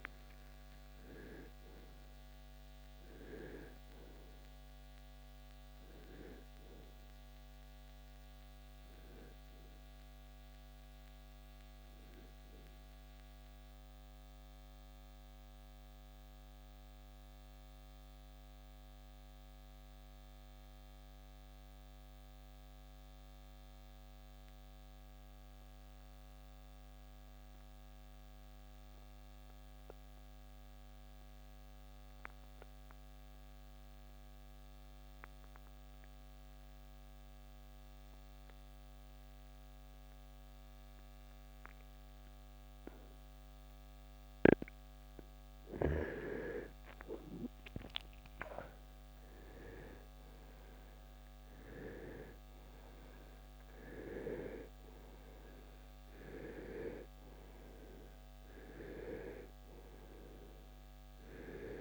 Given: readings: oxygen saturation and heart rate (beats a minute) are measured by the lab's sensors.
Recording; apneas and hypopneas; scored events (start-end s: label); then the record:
breathing in sleep by a microphone on the trachea; 1
12.50-23.50 s: oxygen desaturation (device-marked, oxygen 94% before, 84% lowest, heart rate 89 before, 55 extreme)
13.00-44.50 s: mixed apnea (oxygen 96% before, 82% lowest, heart rate 89 before, 55 extreme, up 16 after)
46.00-50.00 s: arousal
52.50-61.81 s: oxygen desaturation (device-marked, oxygen 97% before, 82% lowest, heart rate 61 before, 49 extreme)
From the record:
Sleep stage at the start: N2 (light sleep); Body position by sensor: on the right side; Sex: male